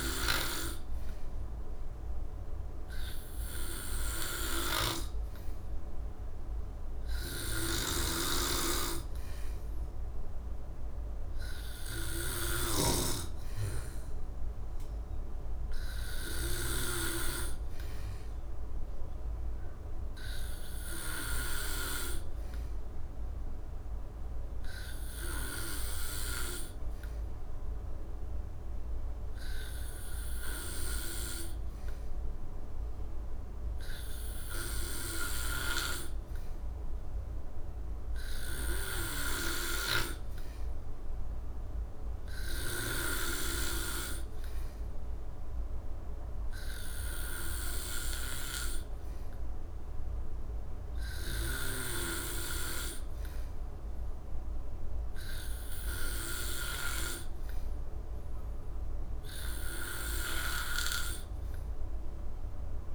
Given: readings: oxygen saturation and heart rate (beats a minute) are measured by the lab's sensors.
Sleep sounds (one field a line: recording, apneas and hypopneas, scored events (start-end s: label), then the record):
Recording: breathing in sleep by a room microphone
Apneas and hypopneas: none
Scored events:
7.50-13.00 s: snoring (device-marked)
40.00-62.95 s: new sleep stage, N3 (deep sleep)
44.00-62.95 s: oxygen desaturation (device-marked, oxygen 95% before, 90% lowest, heart rate 70 before, 68 extreme)
From the record:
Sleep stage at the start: N2 (light sleep)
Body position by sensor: on the back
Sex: male